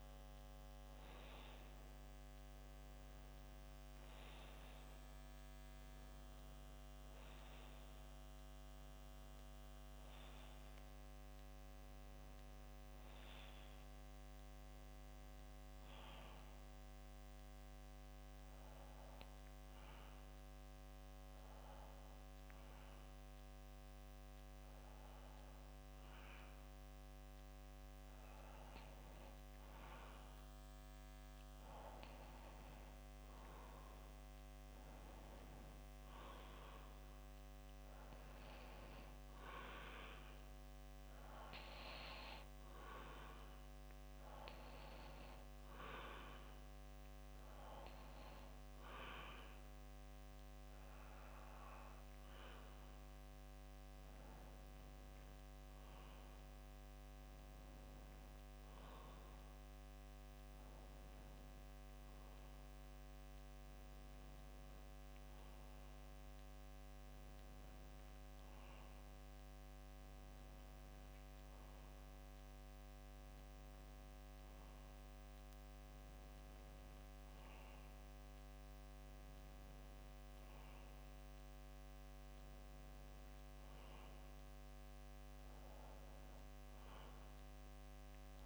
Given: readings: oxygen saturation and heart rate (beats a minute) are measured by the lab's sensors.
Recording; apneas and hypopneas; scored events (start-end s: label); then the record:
breathing in sleep, hard to hear, by a microphone on the trachea; 1
0.00-4.00 s: arousal
15.50-29.00 s: obstructive apnea (oxygen 96% before, 93% lowest, heart rate 61 before, 59 extreme, up 3 after)
19.00-23.00 s: bradycardia (device-marked, heart rate 61 before, 59 extreme)
32.50-36.00 s: arousal
From the record:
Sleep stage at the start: N2 (light sleep); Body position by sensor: on the back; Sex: male